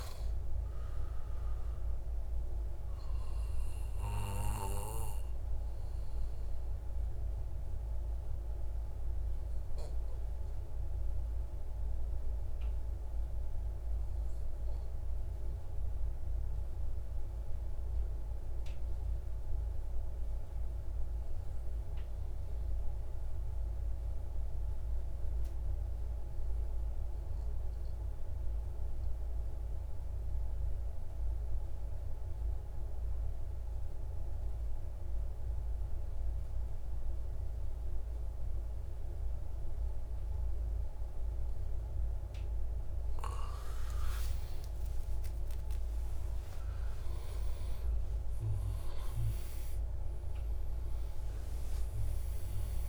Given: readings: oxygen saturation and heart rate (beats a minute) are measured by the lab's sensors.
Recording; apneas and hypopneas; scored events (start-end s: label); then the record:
breathing in sleep, hard to hear, by a room microphone; 1
0.00-13.00 s: oxygen desaturation (device-marked, oxygen 92% lowest)
2.50-42.00 s: obstructive apnea (oxygen 99% before, 89% lowest)
32.00-52.89 s: oxygen desaturation (device-marked, oxygen 98% before, 89% lowest, heart rate 97 before, 146 extreme)
43.00-47.50 s: arousal
From the record:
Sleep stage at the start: N2 (light sleep); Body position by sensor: on the right side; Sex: male